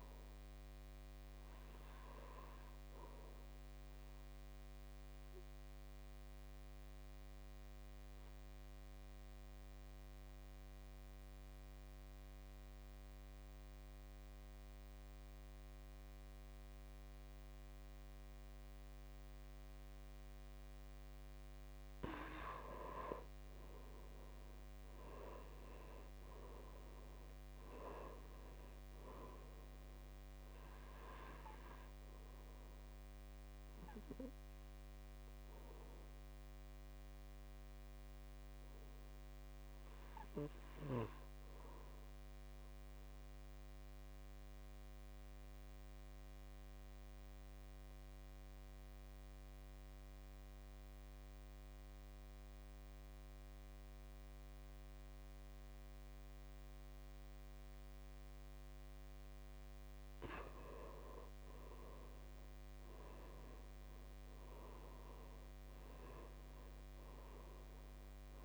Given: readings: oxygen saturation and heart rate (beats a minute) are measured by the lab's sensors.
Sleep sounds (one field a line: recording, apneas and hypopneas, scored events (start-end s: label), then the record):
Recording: breathing in sleep by a microphone on the trachea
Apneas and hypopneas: 2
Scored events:
5.00-21.00 s: obstructive apnea (oxygen 98% before, 85% lowest, heart rate 60 before, 58 extreme, up 6 after)
24.00-28.00 s: arousal
33.50-50.50 s: oxygen desaturation (device-marked, oxygen 94% before, 85% lowest, heart rate 63 before, 56 extreme)
35.00-58.00 s: obstructive apnea (oxygen 94% before, 85% lowest, heart rate 63 before, 56 extreme, up 9 after)
57.50-68.44 s: oxygen desaturation (device-marked, oxygen 98% before, 85% lowest, heart rate 58 before, 54 extreme)
61.50-65.00 s: arousal
From the record:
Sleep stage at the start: N2 (light sleep)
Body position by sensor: on the back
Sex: male